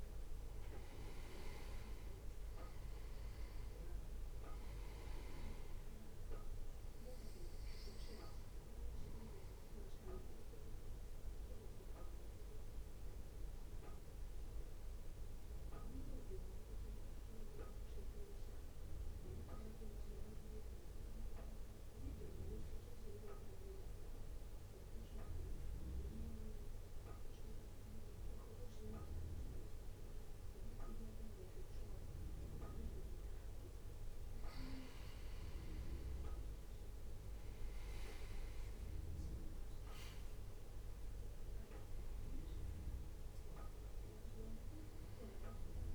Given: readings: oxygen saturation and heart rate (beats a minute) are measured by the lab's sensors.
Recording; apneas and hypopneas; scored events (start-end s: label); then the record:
breathing in sleep by a room microphone; 1
0.00-12.00 s: drop in pulse transit time (device-marked, heart rate 56 extreme)
0.00-23.00 s: oxygen desaturation (device-marked, oxygen 90% lowest, heart rate 54 extreme)
11.00-33.50 s: obstructive apnea (oxygen 97% before, 90% lowest, heart rate 59 before, 54 extreme, up 2 after)
35.00-45.95 s: drop in pulse transit time (device-marked, heart rate 59 before, 54 extreme)
37.00-42.00 s: arousal
41.00-45.95 s: oxygen desaturation (device-marked, oxygen 96% before, 91% lowest, heart rate 59 before, 57 extreme)
From the record:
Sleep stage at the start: N2 (light sleep); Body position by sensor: on the back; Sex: male